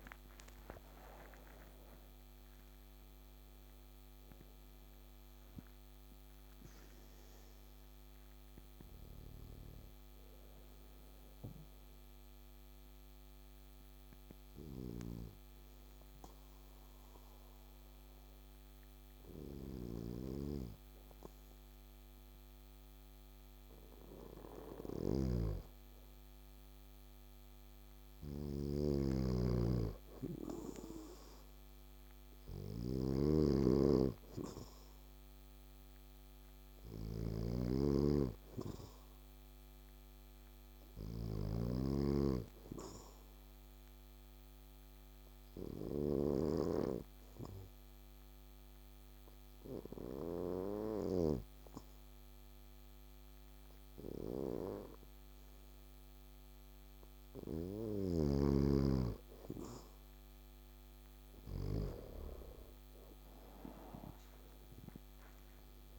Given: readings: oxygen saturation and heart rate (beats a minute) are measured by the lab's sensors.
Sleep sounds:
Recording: breathing in sleep by a microphone on the trachea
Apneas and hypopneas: 2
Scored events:
0.00-1.00 s: arousal
0.00-13.00 s: oxygen desaturation (device-marked, oxygen 95% lowest, heart rate 56 extreme)
8.00-23.50 s: obstructive apnea (oxygen 98% before, 93% lowest, heart rate 69 before, 56 extreme, up 2 after)
24.50-41.50 s: snoring (device-marked)
25.50-31.00 s: arousal
43.00-55.50 s: obstructive apnea (oxygen 100% before, 93% lowest, heart rate 59 before, 59 extreme, up 3 after)
63.00-65.99 s: oxygen desaturation (device-marked, oxygen 97% before, 93% lowest, heart rate 60 before, 56 extreme)
64.00-65.99 s: arousal
From the record:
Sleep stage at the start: N2 (light sleep)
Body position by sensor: on the back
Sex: male

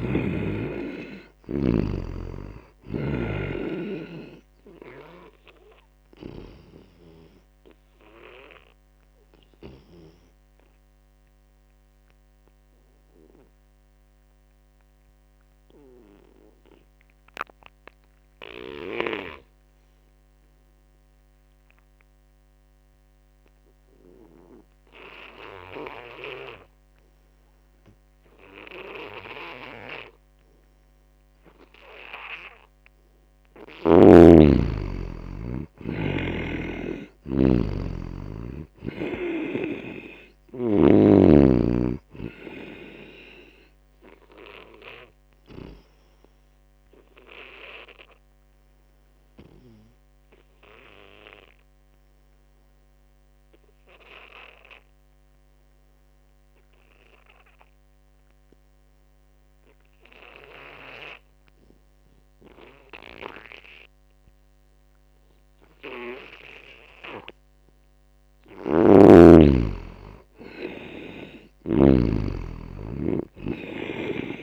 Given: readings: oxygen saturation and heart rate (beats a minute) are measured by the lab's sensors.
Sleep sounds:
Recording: breathing in sleep by a microphone on the trachea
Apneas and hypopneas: 2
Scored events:
0.00-16.00 s: oxygen desaturation (device-marked, oxygen 80% lowest)
3.50-32.50 s: obstructive apnea (oxygen 97% before, 80% lowest)
13.50-15.50 s: long interval between heartbeats (device-marked)
25.50-34.00 s: snoring (device-marked)
29.00-56.00 s: oxygen desaturation (device-marked, oxygen 98% before, 80% lowest)
34.50-38.50 s: arousal
36.00-41.00 s: snoring (device-marked)
43.50-67.00 s: obstructive apnea (oxygen 98% before, 80% lowest)
54.50-56.50 s: long interval between heartbeats (device-marked)
65.50-74.43 s: snoring (device-marked)
66.00-68.00 s: long interval between heartbeats (device-marked)
68.00-74.43 s: oxygen desaturation (device-marked, oxygen 98% before, 80% lowest)
69.00-72.50 s: arousal
From the record:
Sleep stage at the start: N2 (light sleep)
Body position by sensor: on the back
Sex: male

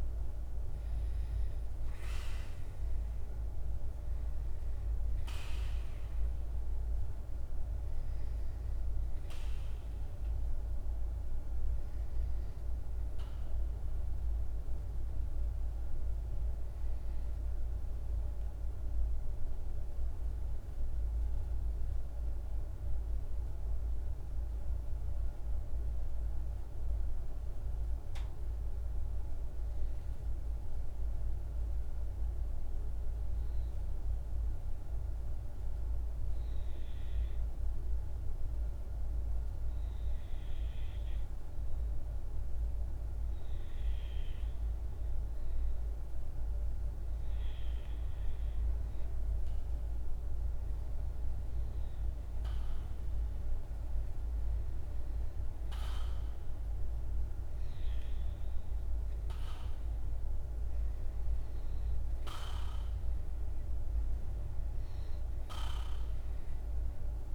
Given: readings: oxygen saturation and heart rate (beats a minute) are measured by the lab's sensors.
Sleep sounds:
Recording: breathing in sleep, hard to hear, by a room microphone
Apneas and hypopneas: 1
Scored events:
0.00-19.00 s: oxygen desaturation (device-marked, oxygen 92% lowest, heart rate 48 extreme)
14.50-43.00 s: obstructive apnea (oxygen 98% before, 92% lowest, heart rate 53 before, 49 extreme, up 1 after)
40.00-67.35 s: oxygen desaturation (device-marked, oxygen 99% before, 92% lowest, heart rate 50 before, 51 extreme)
44.50-48.50 s: arousal
From the record:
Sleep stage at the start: REM sleep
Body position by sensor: on the back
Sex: male

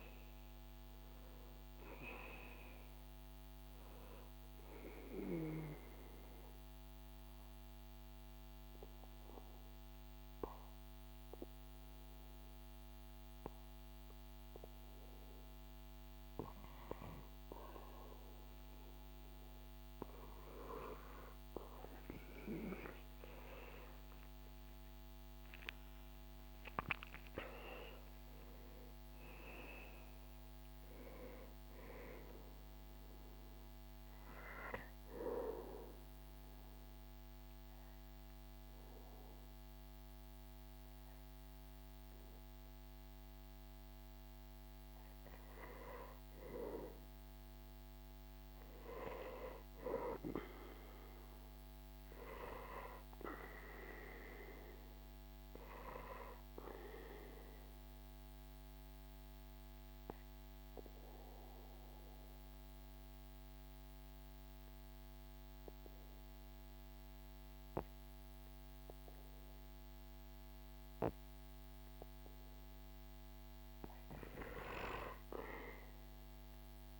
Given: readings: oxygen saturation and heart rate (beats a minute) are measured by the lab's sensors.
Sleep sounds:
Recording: breathing in sleep by a microphone on the trachea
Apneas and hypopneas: 3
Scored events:
5.00-18.50 s: obstructive apnea (oxygen 97% before, 94% lowest, heart rate 78 before, 70 extreme, up 10 after)
20.50-25.50 s: arousal
33.50-44.50 s: obstructive apnea (oxygen 98% before, 93% lowest, heart rate 81 before, 67 extreme, up 4 after)
48.00-52.00 s: arousal
56.50-72.50 s: obstructive apnea (oxygen 98% before, 93% lowest, heart rate 72 before, 67 extreme, up 12 after)
74.50-76.99 s: arousal
From the record:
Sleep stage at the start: N2 (light sleep)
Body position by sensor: on the back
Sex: male

